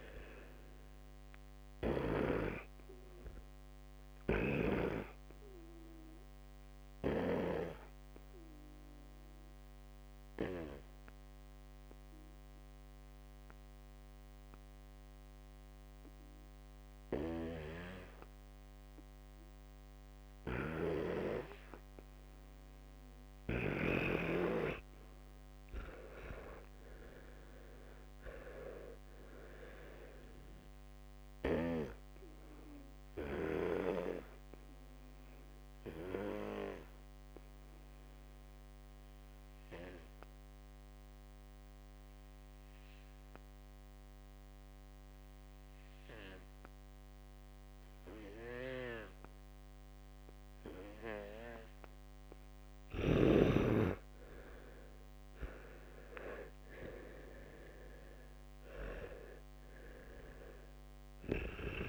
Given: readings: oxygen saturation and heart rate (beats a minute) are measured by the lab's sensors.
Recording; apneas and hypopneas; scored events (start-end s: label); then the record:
breathing in sleep by a microphone on the trachea; 2
1.00-23.00 s: obstructive apnea (oxygen 100% before, 93% lowest, heart rate 66 before, 60 extreme, up 16 after)
18.50-24.50 s: oxygen desaturation (device-marked, oxygen 98% before, 95% lowest, heart rate 64 before, 60 extreme)
24.50-28.00 s: arousal
31.50-51.50 s: obstructive apnea (oxygen 99% before, 93% lowest, heart rate 64 before, 60 extreme, up 11 after)
55.00-58.00 s: arousal
From the record:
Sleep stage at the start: N2 (light sleep); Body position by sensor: on the back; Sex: male